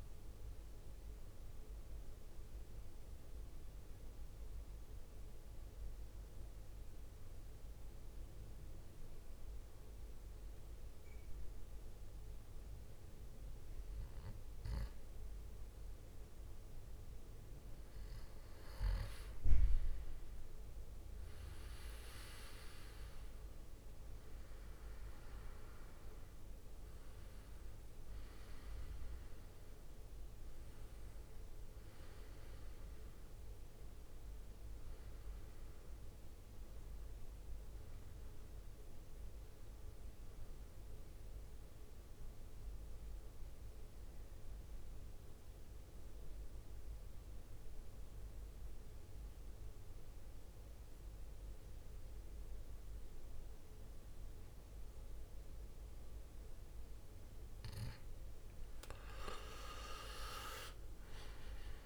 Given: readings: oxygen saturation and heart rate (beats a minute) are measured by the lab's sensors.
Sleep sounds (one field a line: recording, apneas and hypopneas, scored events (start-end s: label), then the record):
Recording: breathing in sleep by a room microphone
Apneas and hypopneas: 2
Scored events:
0.00-4.50 s: oxygen desaturation (device-marked, oxygen 91% lowest, heart rate 55 extreme)
1.50-16.50 s: mixed apnea (oxygen 95% before, 92% lowest, heart rate 68 before, 55 extreme, up 13 after)
21.00-26.50 s: arousal
21.50-38.50 s: drop in pulse transit time (device-marked, heart rate 57 before, 62 extreme)
23.50-42.50 s: oxygen desaturation (device-marked, oxygen 97% before, 92% lowest, heart rate 58 before, 56 extreme)
42.00-57.00 s: central apnea (oxygen 98% before, 91% lowest, heart rate 66 before, 52 extreme, up 15 after)
60.00-61.86 s: arousal
From the record:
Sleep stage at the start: N2 (light sleep)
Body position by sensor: on the back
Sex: male